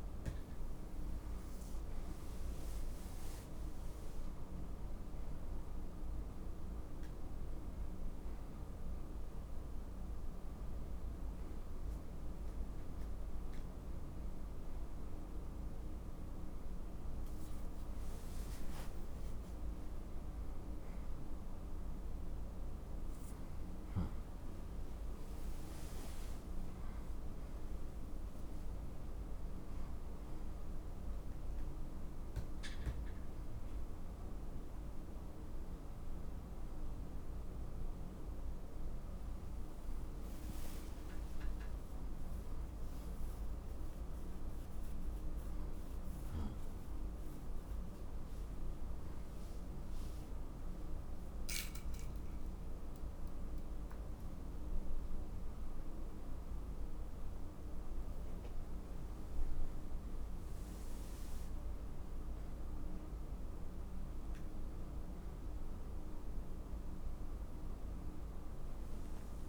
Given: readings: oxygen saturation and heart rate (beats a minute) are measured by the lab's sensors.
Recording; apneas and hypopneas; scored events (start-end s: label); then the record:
a person partly awake in a sleep study, hard to hear, by a room microphone; none
0.50-60.50 s: new sleep stage, N1 (lightest sleep)
40.50-46.50 s: arousal
60.50-69.49 s: new sleep stage, N2 (light sleep)
From the record:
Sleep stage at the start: awake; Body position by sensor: on the right side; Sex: male